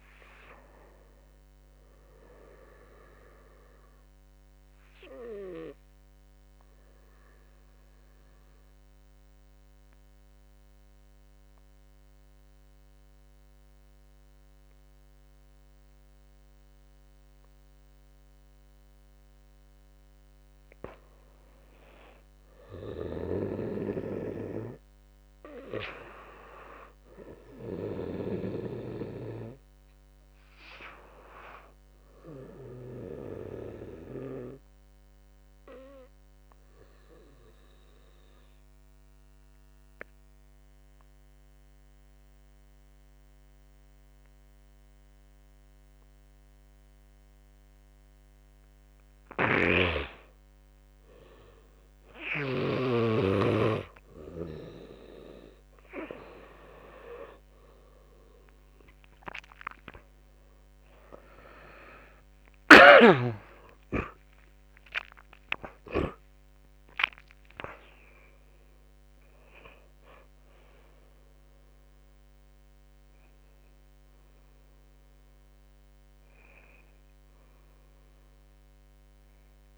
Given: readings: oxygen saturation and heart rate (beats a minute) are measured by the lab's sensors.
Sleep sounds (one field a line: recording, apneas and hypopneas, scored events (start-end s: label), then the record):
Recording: breathing in sleep by a microphone on the trachea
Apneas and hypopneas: 2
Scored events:
0.00-4.50 s: oxygen desaturation (device-marked, oxygen 85% lowest, heart rate 50 extreme)
4.50-19.50 s: obstructive apnea (oxygen 97% before, 86% lowest, heart rate 58 before, 54 extreme, up 5 after)
19.50-37.50 s: oxygen desaturation (device-marked, oxygen 97% before, 88% lowest, heart rate 54 before, 55 extreme)
22.00-24.50 s: arousal
33.50-49.00 s: obstructive apnea (oxygen 97% before, 87% lowest, heart rate 56 before, 55 extreme, up 4 after)
48.50-77.50 s: oxygen desaturation (device-marked, oxygen 95% before, 87% lowest, heart rate 57 before, 52 extreme)
49.00-52.50 s: snoring (device-marked)
51.50-54.00 s: arousal
61.50-75.50 s: drop in pulse transit time (device-marked, heart rate 59 before, 66 extreme)
62.00-66.50 s: arousal
From the record:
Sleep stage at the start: N2 (light sleep)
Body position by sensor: on the back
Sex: male